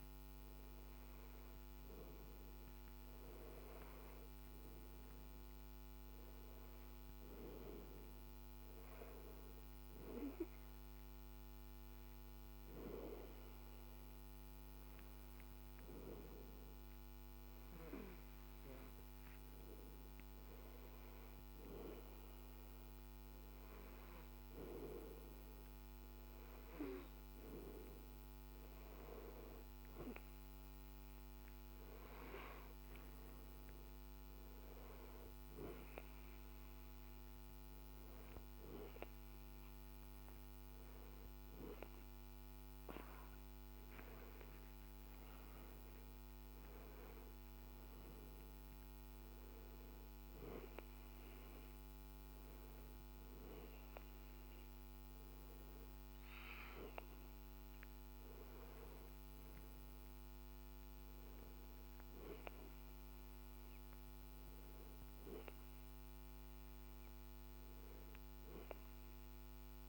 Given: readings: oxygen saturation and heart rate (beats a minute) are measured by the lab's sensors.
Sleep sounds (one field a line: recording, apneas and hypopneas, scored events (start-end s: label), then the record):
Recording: breathing in sleep by a microphone on the trachea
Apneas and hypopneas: none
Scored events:
none scored
From the record:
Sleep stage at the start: N2 (light sleep)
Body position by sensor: on the back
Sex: male